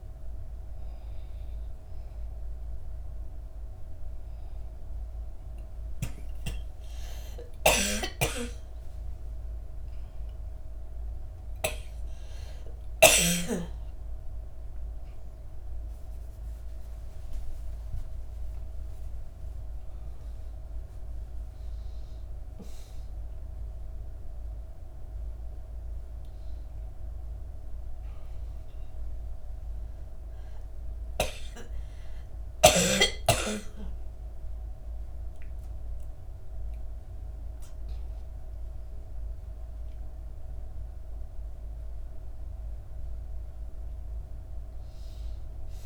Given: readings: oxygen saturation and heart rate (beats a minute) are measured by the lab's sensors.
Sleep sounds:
a person awake in a sleep study, by a room microphone; none
15.50-45.50 s: new sleep stage, awake
16.50-18.50 s: long interval between heartbeats (device-marked, heart rate 66 before, 86 extreme)
26.50-28.50 s: oxygen desaturation (device-marked, oxygen 96% before, 90% lowest, heart rate 78 before, 71 extreme)
45.50-45.86 s: new sleep stage, N1 (lightest sleep)
From the record:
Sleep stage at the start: N2 (light sleep); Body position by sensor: on the back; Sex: female

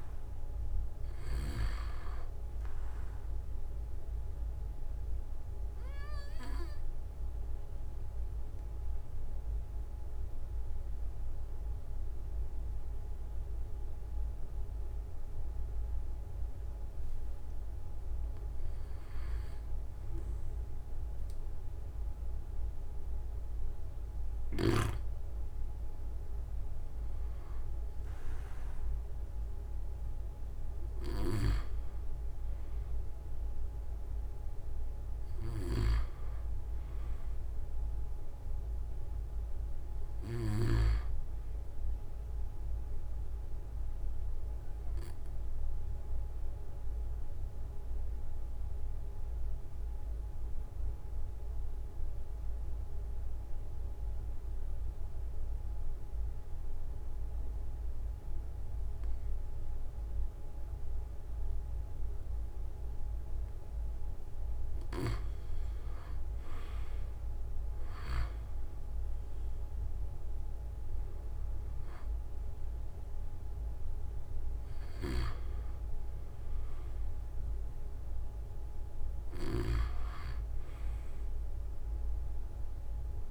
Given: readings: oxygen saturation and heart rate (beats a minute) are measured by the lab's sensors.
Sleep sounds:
breathing in sleep by a room microphone; 2
0.00-20.50 s: oxygen desaturation (device-marked, oxygen 92% lowest)
0.50-2.50 s: long interval between heartbeats (device-marked)
5.00-23.50 s: obstructive apnea (oxygen 97% before, 92% lowest)
8.50-10.50 s: long interval between heartbeats (device-marked)
23.00-25.00 s: long interval between heartbeats (device-marked)
26.50-31.50 s: arousal
28.50-30.50 s: long interval between heartbeats (device-marked)
43.00-64.50 s: obstructive apnea (oxygen 97% before, 90% lowest)
52.00-54.00 s: long interval between heartbeats (device-marked)
64.00-66.00 s: long interval between heartbeats (device-marked)
66.00-71.00 s: arousal
69.50-83.31 s: oxygen desaturation (device-marked, oxygen 96% before, 90% lowest)
74.50-79.50 s: snoring (device-marked)
From the record:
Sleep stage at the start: N2 (light sleep); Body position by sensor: on the back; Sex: male

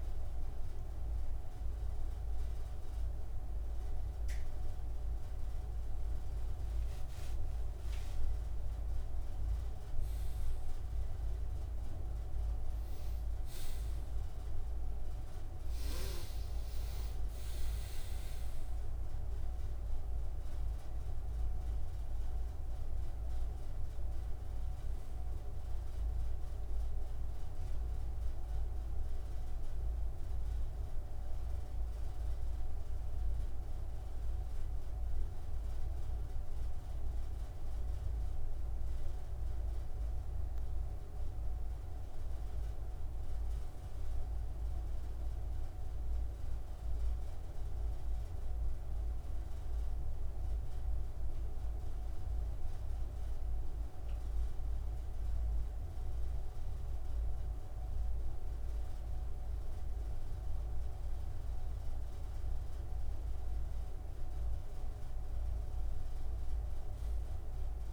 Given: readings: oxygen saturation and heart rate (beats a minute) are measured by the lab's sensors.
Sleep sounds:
breathing in sleep, hard to hear, by a room microphone; 1
3.50-7.50 s: arousal
17.00-67.93 s: new sleep stage, N2 (light sleep)
30.00-42.50 s: central apnea (oxygen 96% before, 95% lowest)
44.50-47.50 s: arousal
From the record:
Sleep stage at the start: N1 (lightest sleep); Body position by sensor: on the front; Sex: male

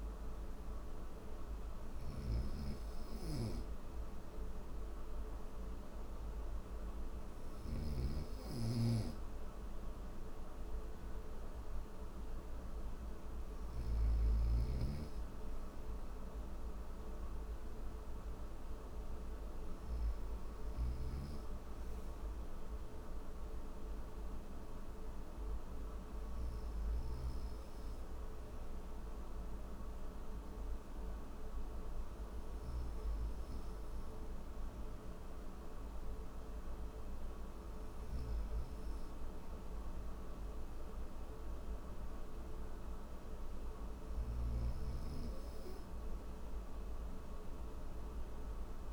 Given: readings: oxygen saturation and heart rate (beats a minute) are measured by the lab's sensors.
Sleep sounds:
breathing in sleep, hard to hear, by a room microphone; none
1.00-7.00 s: snoring (device-marked)
24.50-48.93 s: new sleep stage, N1 (lightest sleep)
From the record:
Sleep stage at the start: N3 (deep sleep); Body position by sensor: upright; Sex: male

